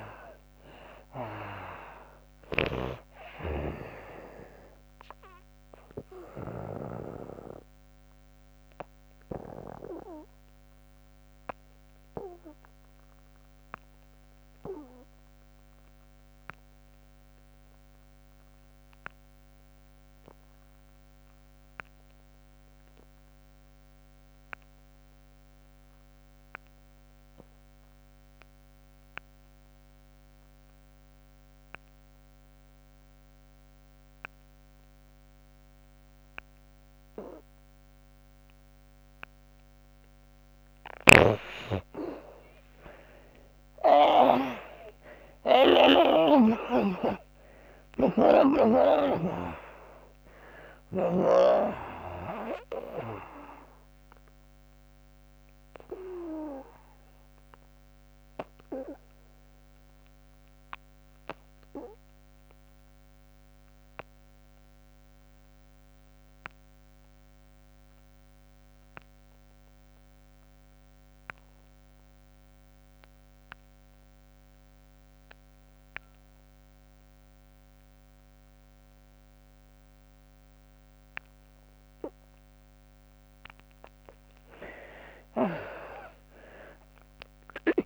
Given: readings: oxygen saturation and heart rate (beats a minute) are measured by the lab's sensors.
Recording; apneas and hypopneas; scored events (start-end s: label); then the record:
breathing in sleep by a microphone on the trachea; 2
0.00-0.50 s: arousal
0.00-15.00 s: oxygen desaturation (device-marked, oxygen 82% before, 63% lowest, heart rate 86 before, 65 extreme)
2.00-6.50 s: snoring (device-marked)
6.00-39.00 s: obstructive apnea (oxygen 97% before, 54% lowest, heart rate 90 before, 63 extreme, up 27 after)
17.00-62.00 s: oxygen desaturation (device-marked, oxygen 96% before, 54% lowest, heart rate 89 before, 63 extreme)
43.50-48.00 s: arousal
56.00-83.00 s: obstructive apnea (oxygen 83% before, 54% lowest, heart rate 87 before, 68 extreme, up 28 after)
74.00-87.86 s: oxygen desaturation (device-marked, oxygen 94% before, 54% lowest, heart rate 81 before, 65 extreme)
84.50-87.86 s: arousal
From the record:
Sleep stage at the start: REM sleep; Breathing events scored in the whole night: 412 in 3.8 hours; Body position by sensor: on the back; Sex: female